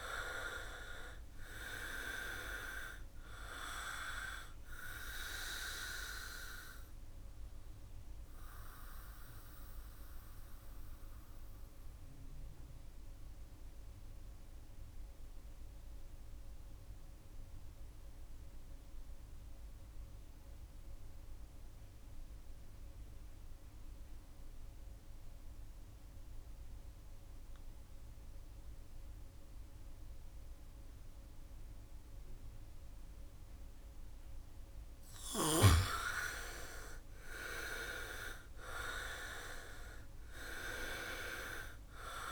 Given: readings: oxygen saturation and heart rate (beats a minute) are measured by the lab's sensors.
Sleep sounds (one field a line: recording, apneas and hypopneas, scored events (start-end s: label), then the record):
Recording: breathing in sleep by a room microphone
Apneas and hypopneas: 1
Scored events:
1.50-23.50 s: oxygen desaturation (device-marked, oxygen 99% before, 81% lowest, heart rate 68 before, 64 extreme)
8.00-35.00 s: mixed apnea (oxygen 99% before, 79% lowest, heart rate 68 before, 64 extreme, up 5 after)
31.50-42.32 s: oxygen desaturation (device-marked, oxygen 99% before, 79% lowest, heart rate 67 before, 62 extreme)
36.50-40.00 s: arousal
From the record:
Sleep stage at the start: N2 (light sleep)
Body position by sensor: on the back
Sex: male